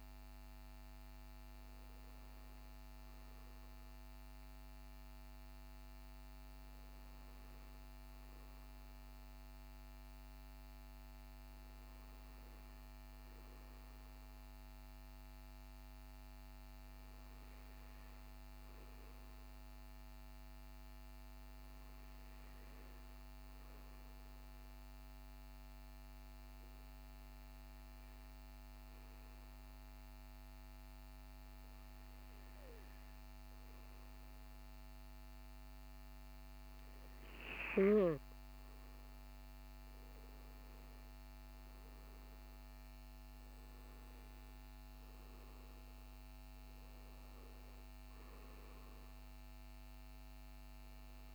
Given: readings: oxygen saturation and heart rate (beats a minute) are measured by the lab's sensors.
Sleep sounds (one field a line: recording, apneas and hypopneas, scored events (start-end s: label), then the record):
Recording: breathing in sleep, hard to hear, by a microphone on the trachea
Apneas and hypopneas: 1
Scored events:
21.50-35.00 s: hypopnea (oxygen 97% before, 94% lowest, heart rate 54 before, 51 extreme, up 7 after)
38.00-41.00 s: arousal
From the record:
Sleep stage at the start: N2 (light sleep)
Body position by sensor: on the back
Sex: male